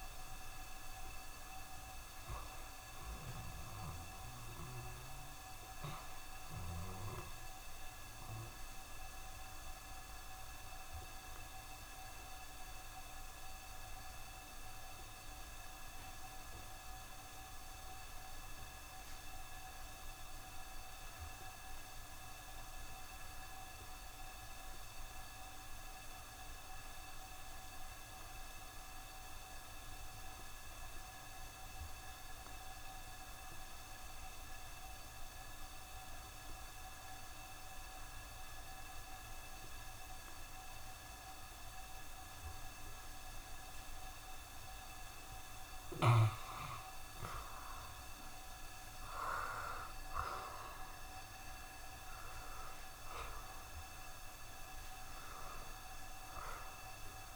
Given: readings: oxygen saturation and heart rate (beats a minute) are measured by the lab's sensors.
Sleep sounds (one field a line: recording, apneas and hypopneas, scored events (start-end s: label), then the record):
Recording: breathing in sleep by a room microphone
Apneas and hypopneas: 1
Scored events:
0.00-19.00 s: oxygen desaturation (device-marked, oxygen 77% lowest, heart rate 65 extreme)
9.00-45.50 s: obstructive apnea (oxygen 87% before, 74% lowest, heart rate 70 before, 65 extreme, up 2 after)
31.00-57.36 s: oxygen desaturation (device-marked, oxygen 94% before, 74% lowest, heart rate 67 before, 65 extreme)
47.50-51.50 s: arousal
From the record:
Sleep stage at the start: N2 (light sleep)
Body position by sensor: on the back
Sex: male